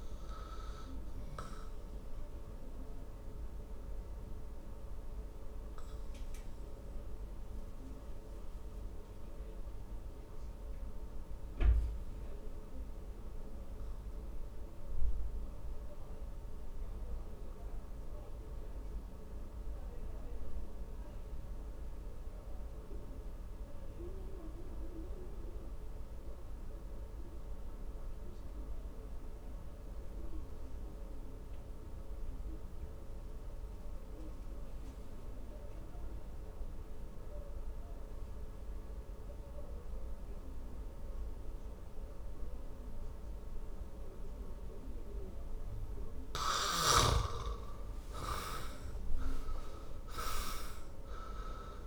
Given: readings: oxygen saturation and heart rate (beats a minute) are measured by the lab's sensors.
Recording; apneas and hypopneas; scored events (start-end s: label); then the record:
breathing in sleep by a room microphone; 1
0.00-27.50 s: oxygen desaturation (device-marked, oxygen 80% lowest, heart rate 49 extreme)
2.00-46.50 s: obstructive apnea (oxygen 99% before, 76% lowest, heart rate 63 before, 49 extreme, up 19 after)
48.00-51.87 s: arousal
48.50-51.87 s: oxygen desaturation (device-marked, oxygen 98% before, 76% lowest, heart rate 55 before, 50 extreme)
From the record:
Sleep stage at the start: N2 (light sleep); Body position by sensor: on the back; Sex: male